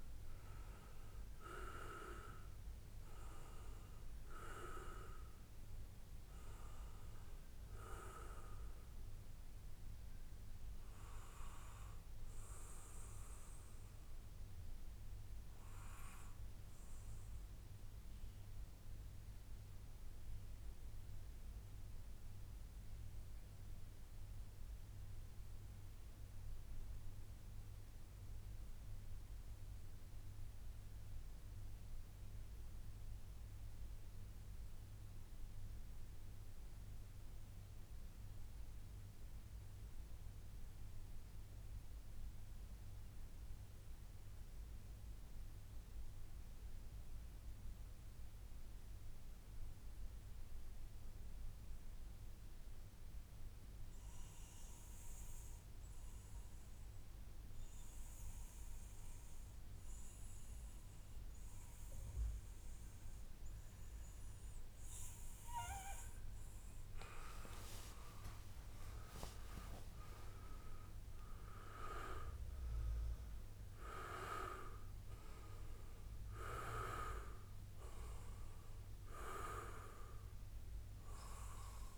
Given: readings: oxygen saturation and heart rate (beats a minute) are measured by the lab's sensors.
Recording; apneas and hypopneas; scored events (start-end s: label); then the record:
breathing in sleep by a room microphone; 1
0.00-13.50 s: oxygen desaturation (device-marked, oxygen 90% lowest, heart rate 97 extreme)
14.00-64.50 s: mixed apnea (oxygen 95% before, 90% lowest, heart rate 135 before, 96 extreme, up 15 after)
26.50-28.50 s: long interval between heartbeats (device-marked, heart rate 130 before, 110 extreme)
29.50-31.50 s: long interval between heartbeats (device-marked, heart rate 125 before, 107 extreme)
39.50-41.50 s: long interval between heartbeats (device-marked, heart rate 107 before, 108 extreme)
49.50-81.98 s: oxygen desaturation (device-marked, oxygen 99% before, 90% lowest, heart rate 105 before, 79 extreme)
57.00-59.00 s: long interval between heartbeats (device-marked, heart rate 106 before, 105 extreme)
60.00-62.00 s: long interval between heartbeats (device-marked, heart rate 106 before, 106 extreme)
66.50-71.00 s: arousal
75.50-77.50 s: long interval between heartbeats (device-marked, heart rate 108 before, 116 extreme)
From the record:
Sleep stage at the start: N2 (light sleep); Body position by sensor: on the back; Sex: male